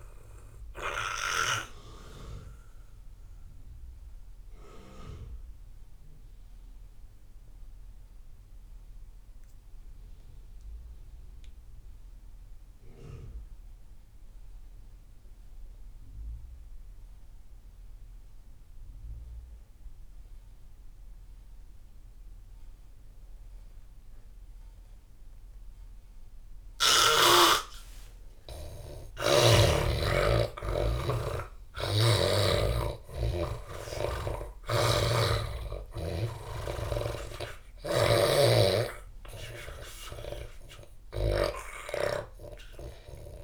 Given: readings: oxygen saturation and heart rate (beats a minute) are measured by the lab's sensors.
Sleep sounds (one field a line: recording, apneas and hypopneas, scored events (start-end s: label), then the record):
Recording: breathing in sleep by a room microphone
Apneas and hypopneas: 1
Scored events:
0.00-7.50 s: oxygen desaturation (device-marked, oxygen 84% lowest)
1.50-26.00 s: mixed apnea (oxygen 98% before, 82% lowest)
21.50-43.44 s: oxygen desaturation (device-marked, oxygen 98% before, 82% lowest)
28.00-32.50 s: arousal
34.50-38.00 s: snoring (device-marked)
From the record:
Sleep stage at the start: N2 (light sleep)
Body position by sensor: on the back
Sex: male